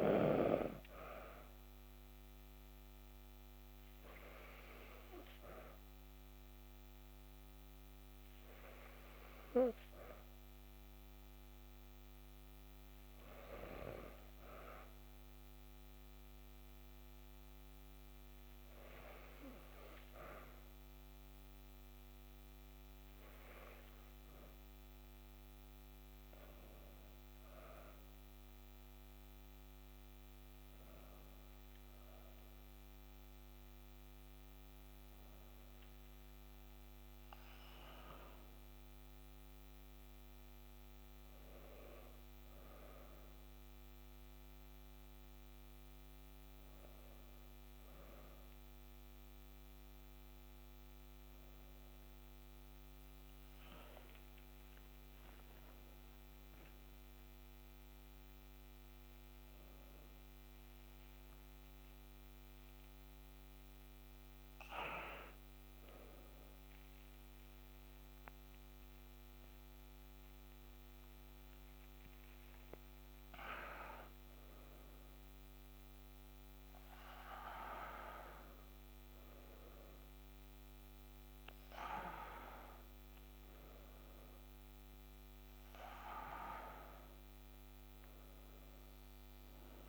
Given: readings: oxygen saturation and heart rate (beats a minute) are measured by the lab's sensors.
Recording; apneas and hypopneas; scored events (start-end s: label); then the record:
breathing in sleep by a microphone on the trachea; 1
16.00-29.50 s: hypopnea (oxygen 95% before, 94% lowest, heart rate 55 before, 55 extreme, up 2 after)
32.50-37.00 s: arousal
72.50-89.89 s: new sleep stage, awake
From the record:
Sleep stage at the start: N2 (light sleep); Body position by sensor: on the back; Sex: female